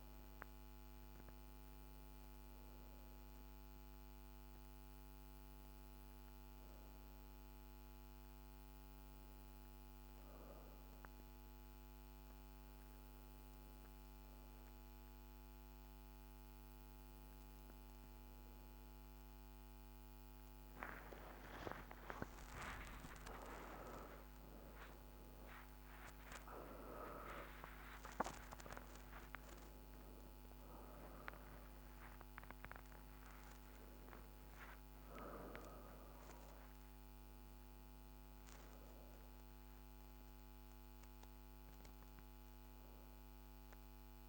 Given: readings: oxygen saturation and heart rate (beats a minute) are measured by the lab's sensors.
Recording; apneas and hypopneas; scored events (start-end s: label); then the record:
breathing in sleep by a microphone on the trachea; 1
2.50-14.50 s: oxygen desaturation (device-marked, oxygen 96% before, 92% lowest, heart rate 56 before, 52 extreme)
4.50-15.50 s: hypopnea (oxygen 96% before, 91% lowest, heart rate 56 before, 52 extreme, up 54 after)
21.00-27.50 s: arousal
From the record:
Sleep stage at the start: N1 (lightest sleep); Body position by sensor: on the back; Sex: female